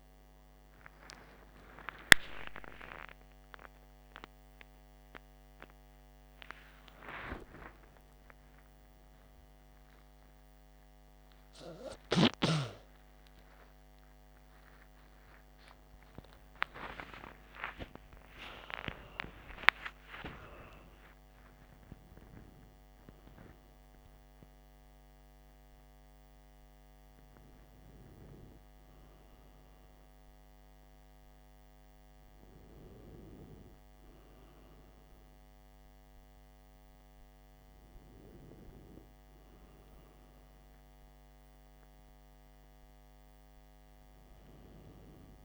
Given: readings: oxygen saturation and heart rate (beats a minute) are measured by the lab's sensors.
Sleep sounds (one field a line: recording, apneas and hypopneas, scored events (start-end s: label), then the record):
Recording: a person awake in a sleep study, by a microphone on the trachea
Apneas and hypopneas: none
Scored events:
1.00-9.00 s: tachycardia (device-marked, heart rate 57 before, 171 extreme)
1.00-31.00 s: new sleep stage, awake
31.00-45.45 s: new sleep stage, N2 (light sleep)
From the record:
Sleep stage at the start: N2 (light sleep)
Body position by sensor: on the back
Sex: male